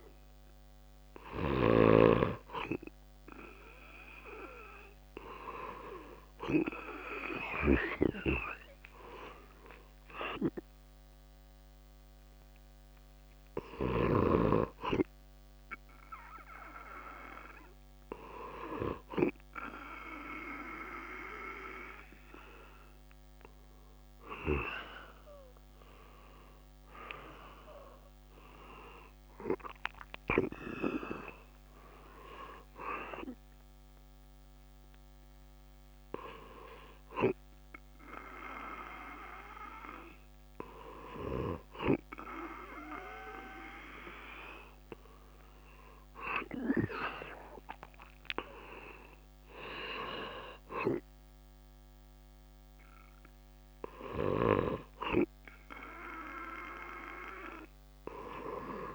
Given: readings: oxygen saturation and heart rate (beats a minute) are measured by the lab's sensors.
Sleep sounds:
breathing in sleep by a microphone on the trachea; none
45.50-49.50 s: arousal
From the record:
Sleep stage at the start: N2 (light sleep); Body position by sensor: on the back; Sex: male

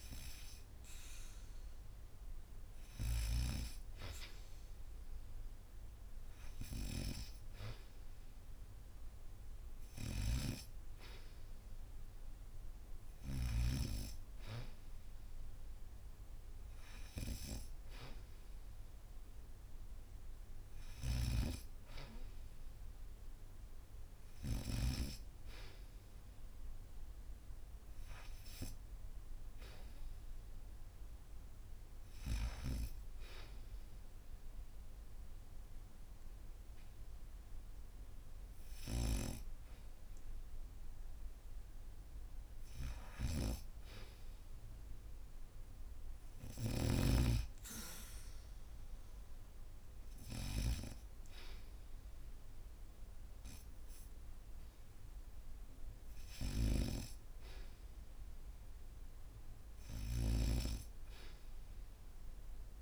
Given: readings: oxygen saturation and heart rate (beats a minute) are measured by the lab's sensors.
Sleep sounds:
breathing in sleep by a room microphone; 1
0.50-11.50 s: oxygen desaturation (device-marked, oxygen 97% before, 87% lowest, heart rate 79 before, 76 extreme)
9.50-13.50 s: snoring (device-marked)
20.50-24.50 s: snoring (device-marked)
28.50-62.82 s: new sleep stage, REM sleep
39.00-42.50 s: arousal
42.50-46.50 s: snoring (device-marked)
46.00-57.00 s: hypopnea (oxygen 93% before, 89% lowest, heart rate 77 before, 74 extreme, up 0 after)
54.50-62.82 s: oxygen desaturation (device-marked, oxygen 93% before, 89% lowest, heart rate 76 before, 74 extreme)
59.00-61.50 s: arousal
59.50-62.82 s: snoring (device-marked)
From the record:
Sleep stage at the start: N2 (light sleep); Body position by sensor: on the back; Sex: female

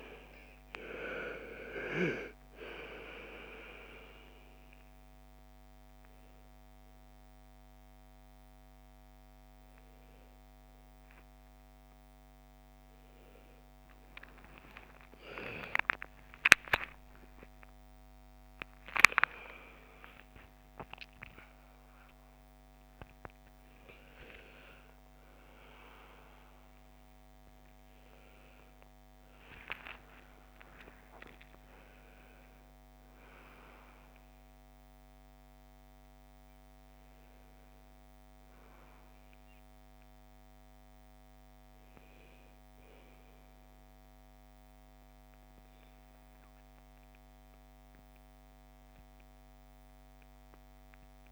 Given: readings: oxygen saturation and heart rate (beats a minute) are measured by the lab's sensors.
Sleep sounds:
a person awake in a sleep study, by a microphone on the trachea; none
0.00-21.00 s: oxygen desaturation (device-marked, oxygen 87% lowest, heart rate 59 extreme)
From the record:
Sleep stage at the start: awake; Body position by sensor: on the right side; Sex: female

